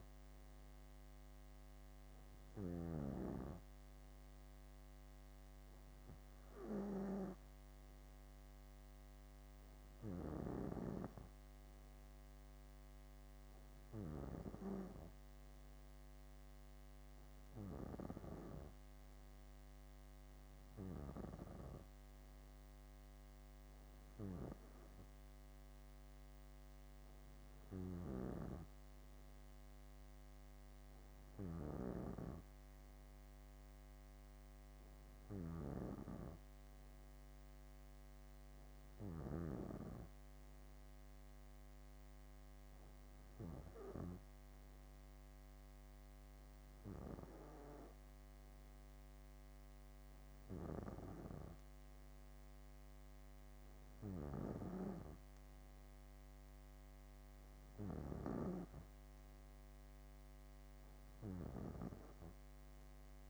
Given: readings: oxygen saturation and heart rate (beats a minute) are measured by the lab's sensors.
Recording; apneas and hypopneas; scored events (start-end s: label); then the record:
breathing in sleep by a microphone on the trachea; none
0.00-3.00 s: snoring (device-marked)
31.50-39.50 s: snoring (device-marked)
54.00-58.00 s: snoring (device-marked)
From the record:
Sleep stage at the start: N2 (light sleep); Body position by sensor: on the back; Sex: female